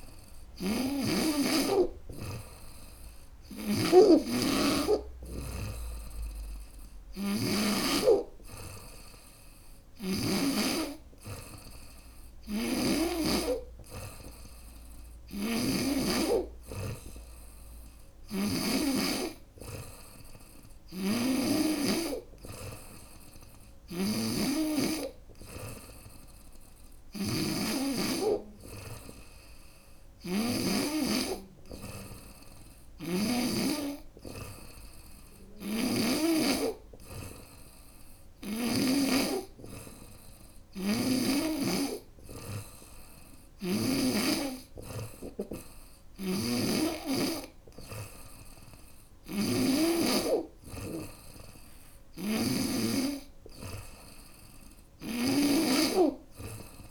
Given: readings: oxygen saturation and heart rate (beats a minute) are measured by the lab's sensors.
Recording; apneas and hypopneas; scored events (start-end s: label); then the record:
breathing in sleep by a room microphone; none
0.00-7.00 s: snoring (device-marked)
9.00-12.50 s: snoring (device-marked)
14.50-18.00 s: snoring (device-marked)
20.00-30.00 s: snoring (device-marked)
32.00-38.50 s: snoring (device-marked)
45.50-55.00 s: snoring (device-marked)
From the record:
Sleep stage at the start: N3 (deep sleep); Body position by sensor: on the front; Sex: female